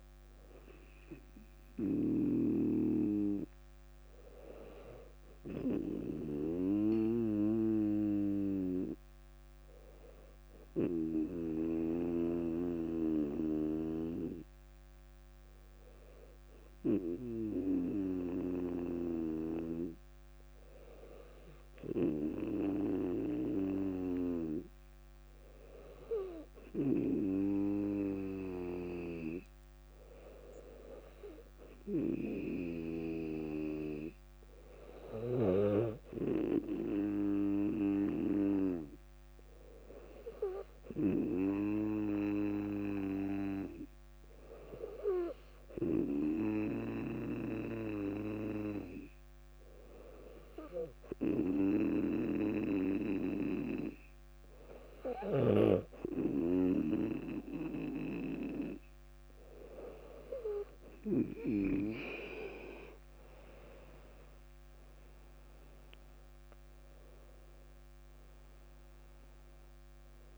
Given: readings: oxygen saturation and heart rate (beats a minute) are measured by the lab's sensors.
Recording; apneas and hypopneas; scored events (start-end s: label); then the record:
breathing in sleep by a microphone on the trachea; 1
9.00-60.00 s: hypopnea (oxygen 97% before, 97% lowest, heart rate 62 before, 60 extreme, up 5 after)
64.00-68.50 s: arousal
From the record:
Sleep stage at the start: N2 (light sleep); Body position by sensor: on the back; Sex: female